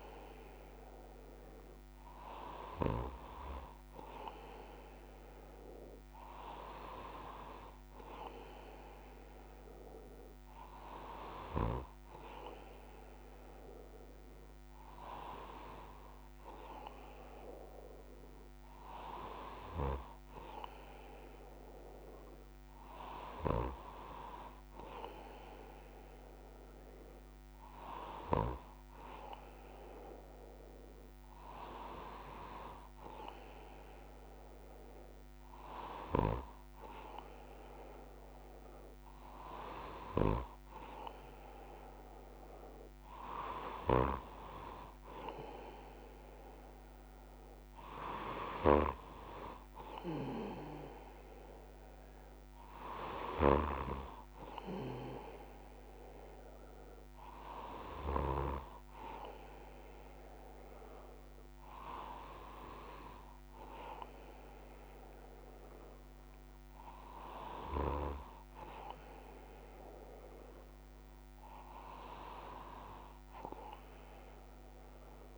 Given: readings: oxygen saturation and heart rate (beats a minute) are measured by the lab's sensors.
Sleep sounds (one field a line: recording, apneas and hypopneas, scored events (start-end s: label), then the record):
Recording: breathing in sleep by a microphone on the trachea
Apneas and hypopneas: none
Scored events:
none scored
From the record:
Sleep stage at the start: N1 (lightest sleep)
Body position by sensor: on the back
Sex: male